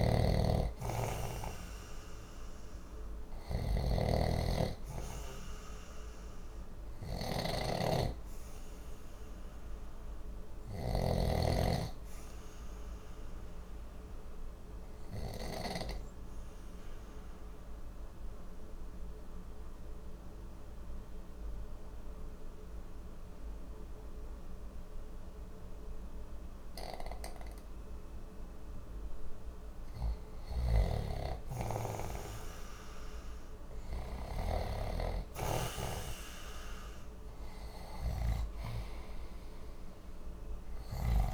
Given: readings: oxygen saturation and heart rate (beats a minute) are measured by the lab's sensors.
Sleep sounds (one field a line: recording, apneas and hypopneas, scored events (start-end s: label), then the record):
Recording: breathing in sleep by a room microphone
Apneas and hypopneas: 1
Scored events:
0.00-11.00 s: snoring (device-marked)
0.00-17.50 s: oxygen desaturation (device-marked, oxygen 89% lowest, heart rate 59 extreme)
13.00-29.00 s: obstructive apnea (oxygen 93% before, 89% lowest, heart rate 63 before, 59 extreme, up 1 after)
32.00-36.00 s: arousal
36.50-41.33 s: oxygen desaturation (device-marked, oxygen 96% before, 89% lowest, heart rate 60 before, 59 extreme)
From the record:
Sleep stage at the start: N2 (light sleep)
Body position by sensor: on the left side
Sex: male